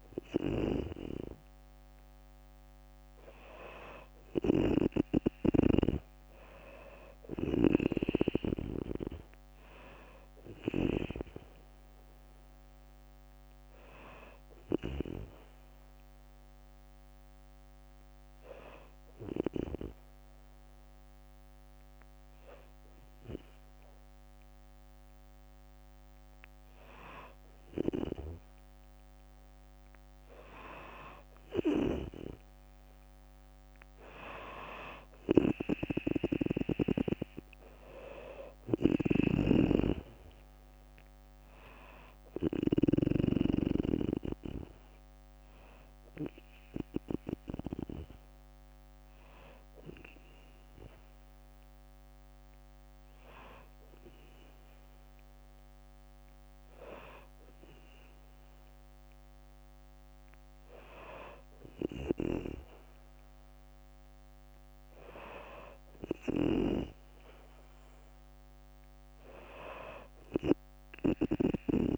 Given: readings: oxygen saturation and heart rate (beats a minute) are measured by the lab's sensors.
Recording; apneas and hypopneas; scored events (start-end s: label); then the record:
breathing in sleep by a microphone on the trachea; 1
6.50-10.50 s: snoring (device-marked)
10.00-21.00 s: drop in pulse transit time (device-marked, heart rate 62 before, 58 extreme)
11.00-14.50 s: arousal
16.00-25.00 s: bradycardia (device-marked, heart rate 63 before, 58 extreme)
17.00-27.50 s: hypopnea (oxygen 97% before, 93% lowest, heart rate 64 before, 58 extreme, up 6 after)
31.50-34.00 s: arousal
38.00-42.50 s: snoring (device-marked)
39.00-55.00 s: oxygen desaturation (device-marked, oxygen 97% before, 93% lowest, heart rate 61 before, 60 extreme)
70.50-71.98 s: snoring (device-marked)
From the record:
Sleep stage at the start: N2 (light sleep); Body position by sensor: on the back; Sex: female